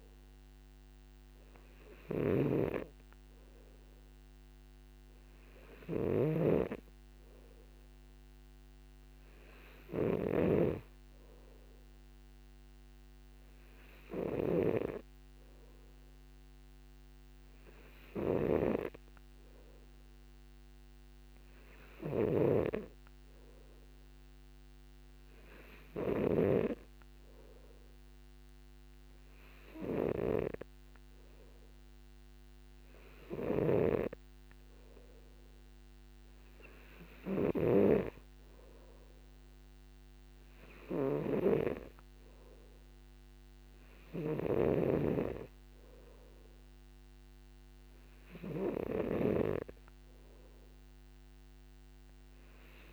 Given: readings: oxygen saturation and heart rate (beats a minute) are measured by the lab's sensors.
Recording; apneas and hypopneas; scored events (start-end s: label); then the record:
breathing in sleep by a microphone on the trachea; none
0.00-49.50 s: snoring (device-marked)
From the record:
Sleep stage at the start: N2 (light sleep); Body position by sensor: on the back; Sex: male